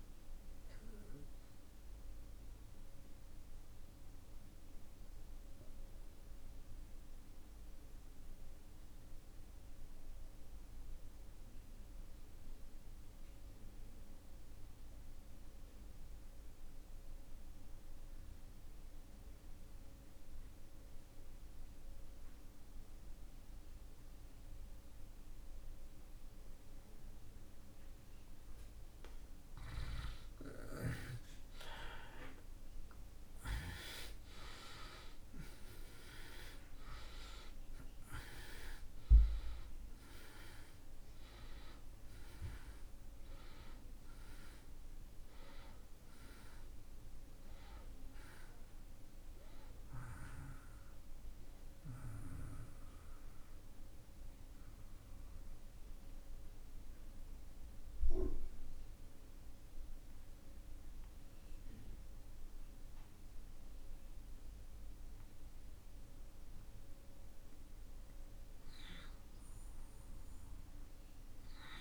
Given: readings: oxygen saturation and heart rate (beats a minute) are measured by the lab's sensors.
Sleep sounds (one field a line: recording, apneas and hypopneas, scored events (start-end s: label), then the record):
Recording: breathing in sleep by a room microphone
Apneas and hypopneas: 2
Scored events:
1.00-29.50 s: obstructive apnea (oxygen 97% before, 63% lowest)
1.50-27.50 s: oxygen desaturation (device-marked, oxygen 97% before, 79% lowest)
32.00-36.50 s: arousal
32.50-67.50 s: oxygen desaturation (device-marked, oxygen 84% before, 63% lowest)
55.00-67.50 s: mixed apnea (oxygen 84% before, 63% lowest)
From the record:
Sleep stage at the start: REM sleep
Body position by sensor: on the back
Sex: male